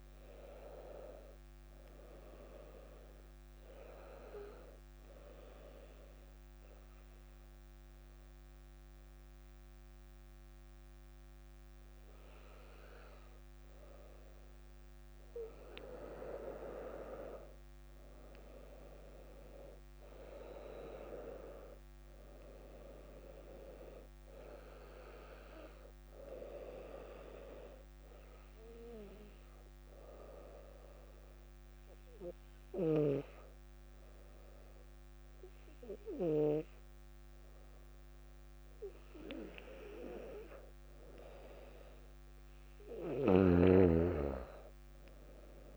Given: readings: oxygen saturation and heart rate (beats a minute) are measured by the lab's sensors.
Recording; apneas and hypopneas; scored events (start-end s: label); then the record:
breathing in sleep by a microphone on the trachea; 2
5.50-16.50 s: mixed apnea (oxygen 99% before, 96% lowest, heart rate 59 before, 57 extreme, up 4 after)
19.00-23.00 s: arousal
21.50-36.50 s: oxygen desaturation (device-marked, oxygen 99% before, 96% lowest, heart rate 59 before, 57 extreme)
30.50-40.50 s: obstructive apnea (oxygen 99% before, 96% lowest, heart rate 59 before, 57 extreme, up 2 after)
From the record:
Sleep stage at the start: N1 (lightest sleep); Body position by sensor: on the back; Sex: female